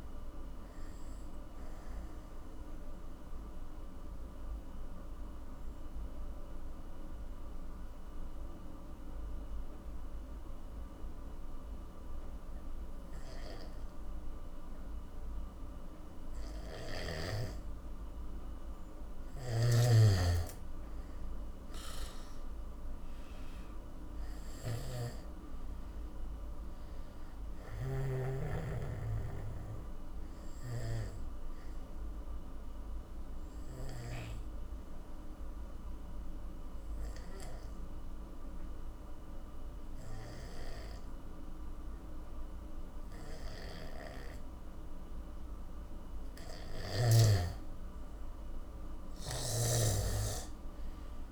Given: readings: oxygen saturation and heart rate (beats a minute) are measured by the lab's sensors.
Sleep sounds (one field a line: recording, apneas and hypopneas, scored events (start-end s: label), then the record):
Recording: breathing in sleep by a room microphone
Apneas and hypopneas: 2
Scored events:
0.00-22.00 s: oxygen desaturation (device-marked, oxygen 89% lowest, heart rate 47 extreme)
2.50-19.00 s: mixed apnea (oxygen 97% before, 86% lowest, heart rate 60 before, 47 extreme, up 22 after)
19.00-34.00 s: snoring (device-marked)
23.00-26.50 s: arousal
30.00-47.00 s: obstructive apnea (oxygen 98% before, 86% lowest, heart rate 61 before, 52 extreme, up 18 after)
31.00-42.00 s: oxygen desaturation (device-marked, oxygen 98% before, 88% lowest, heart rate 62 before, 52 extreme)
49.00-51.32 s: arousal
49.00-51.32 s: snoring (device-marked)
From the record:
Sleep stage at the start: N2 (light sleep)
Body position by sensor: on the back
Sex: male